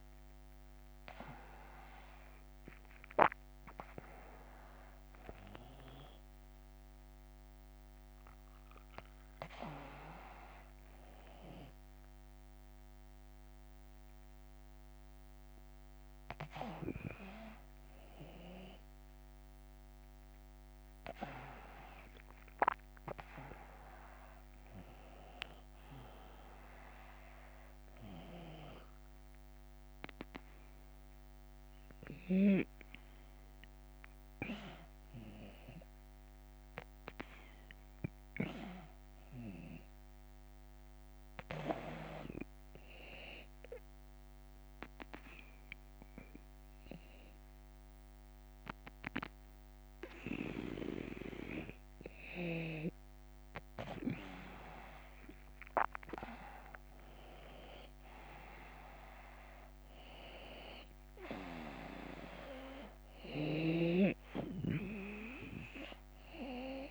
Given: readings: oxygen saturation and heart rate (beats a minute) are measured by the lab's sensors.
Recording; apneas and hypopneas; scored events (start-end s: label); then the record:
a person partly awake in a sleep study, by a microphone on the trachea; 1
22.50-52.50 s: new sleep stage, N1 (lightest sleep)
40.00-51.00 s: hypopnea (oxygen 96% before, 94% lowest, heart rate 80 before, 74 extreme, up 5 after)
52.50-66.91 s: new sleep stage, N2 (light sleep)
54.50-59.50 s: arousal
From the record:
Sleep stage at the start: awake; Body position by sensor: on the back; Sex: male